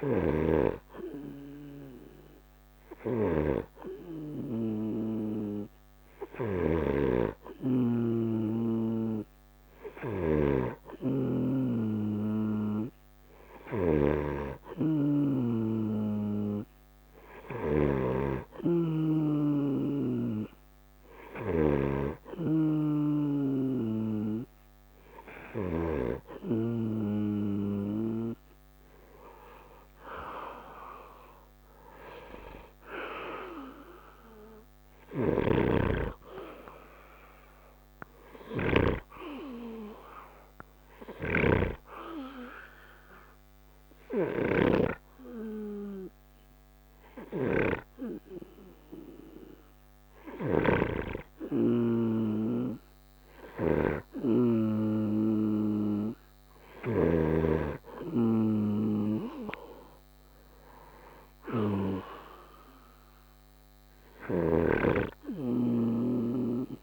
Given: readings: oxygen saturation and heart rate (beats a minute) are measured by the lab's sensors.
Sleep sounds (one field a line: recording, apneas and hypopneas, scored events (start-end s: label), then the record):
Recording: breathing in sleep by a microphone on the trachea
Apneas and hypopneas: 1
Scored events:
0.00-18.00 s: snoring (device-marked)
22.50-26.00 s: snoring (device-marked)
35.00-39.00 s: snoring (device-marked)
40.00-52.00 s: hypopnea (oxygen 95% before, 91% lowest, heart rate 45 before, 47 extreme, up 0 after)
41.00-57.50 s: snoring (device-marked)
54.00-57.50 s: arousal
64.50-66.83 s: snoring (device-marked)
From the record:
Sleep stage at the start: N2 (light sleep)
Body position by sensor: on the right side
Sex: male